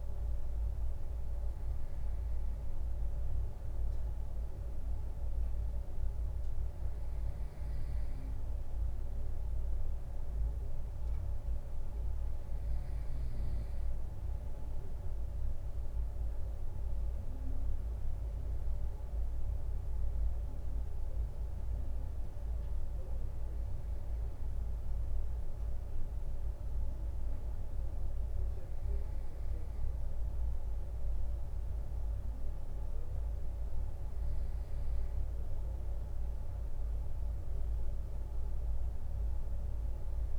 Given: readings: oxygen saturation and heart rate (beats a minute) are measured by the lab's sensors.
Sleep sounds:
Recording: breathing in sleep, hard to hear, by a room microphone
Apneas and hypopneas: none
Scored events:
none scored
From the record:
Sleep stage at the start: N2 (light sleep)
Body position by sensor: on the right side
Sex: male

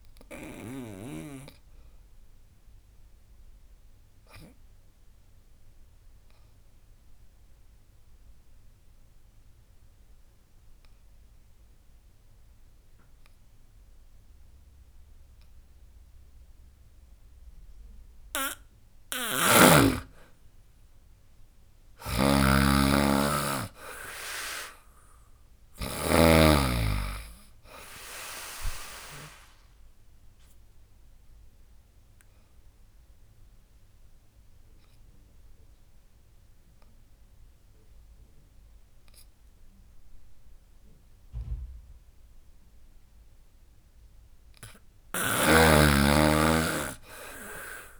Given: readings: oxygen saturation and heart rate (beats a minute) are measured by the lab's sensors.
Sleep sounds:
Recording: breathing in sleep by a room microphone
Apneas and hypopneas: 2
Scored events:
0.00-1.00 s: snoring (device-marked)
0.00-4.50 s: drop in pulse transit time (device-marked, heart rate 69 extreme)
0.00-17.50 s: oxygen desaturation (device-marked, oxygen 92% lowest, heart rate 63 extreme)
0.50-17.50 s: obstructive apnea (oxygen 99% before, 92% lowest, heart rate 78 before, 63 extreme, up 16 after)
18.50-26.00 s: snoring (device-marked)
20.00-23.00 s: arousal
20.50-33.50 s: drop in pulse transit time (device-marked, heart rate 71 before, 75 extreme)
29.00-42.50 s: obstructive apnea (oxygen 99% before, 92% lowest, heart rate 76 before, 66 extreme, up 14 after)
44.50-48.00 s: snoring (device-marked)
45.00-48.00 s: arousal
46.50-48.00 s: drop in pulse transit time (device-marked, heart rate 72 before, 71 extreme)
From the record:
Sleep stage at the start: N2 (light sleep)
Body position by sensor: on the back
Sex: female

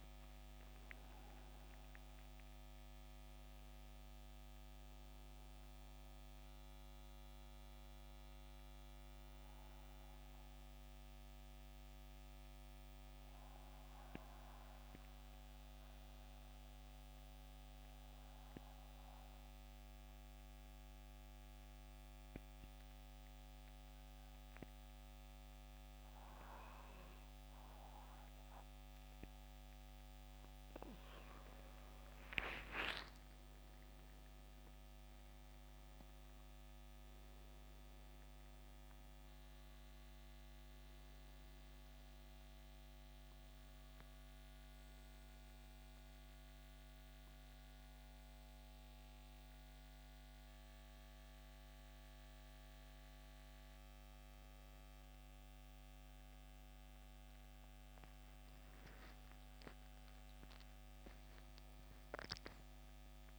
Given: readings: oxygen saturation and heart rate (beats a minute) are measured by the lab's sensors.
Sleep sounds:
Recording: breathing in sleep by a microphone on the trachea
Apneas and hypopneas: 1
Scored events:
12.50-29.50 s: mixed apnea (oxygen 96% before, 87% lowest, heart rate 82 before, 63 extreme, up 16 after)
28.50-63.39 s: oxygen desaturation (device-marked, oxygen 96% before, 87% lowest, heart rate 66 before, 65 extreme)
31.50-36.50 s: arousal
52.50-63.39 s: new sleep stage, N1 (lightest sleep)
58.50-63.39 s: arousal
From the record:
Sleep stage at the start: N2 (light sleep)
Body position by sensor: on the back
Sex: male

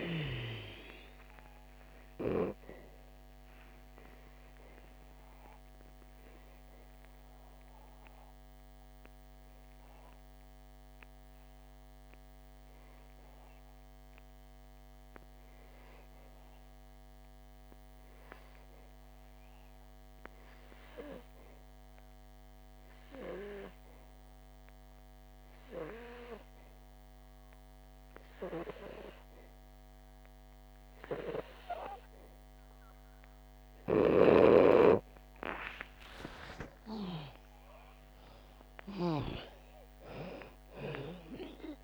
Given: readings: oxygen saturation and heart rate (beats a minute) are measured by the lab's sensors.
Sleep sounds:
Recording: breathing in sleep by a microphone on the trachea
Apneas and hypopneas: 1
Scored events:
0.00-1.50 s: arousal
0.00-27.00 s: oxygen desaturation (device-marked, oxygen 98% before, 86% lowest, heart rate 65 before, 58 extreme)
4.00-34.00 s: obstructive apnea (oxygen 98% before, 85% lowest, heart rate 65 before, 57 extreme, up 6 after)
29.00-41.84 s: oxygen desaturation (device-marked, oxygen 97% before, 85% lowest, heart rate 67 before, 56 extreme)
36.00-41.84 s: arousal
From the record:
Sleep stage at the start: N2 (light sleep)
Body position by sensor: on the back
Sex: female

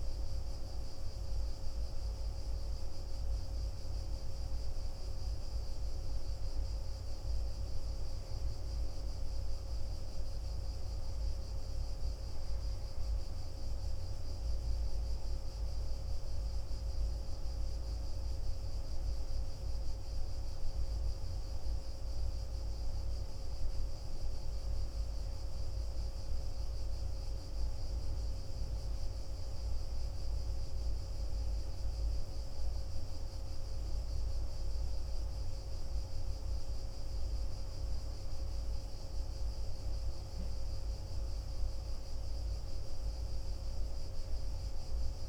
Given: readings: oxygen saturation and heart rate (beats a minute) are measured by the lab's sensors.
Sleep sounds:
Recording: breathing in sleep, hard to hear, by a room microphone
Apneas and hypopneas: none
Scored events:
none scored
From the record:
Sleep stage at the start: N1 (lightest sleep)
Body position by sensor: on the back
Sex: male

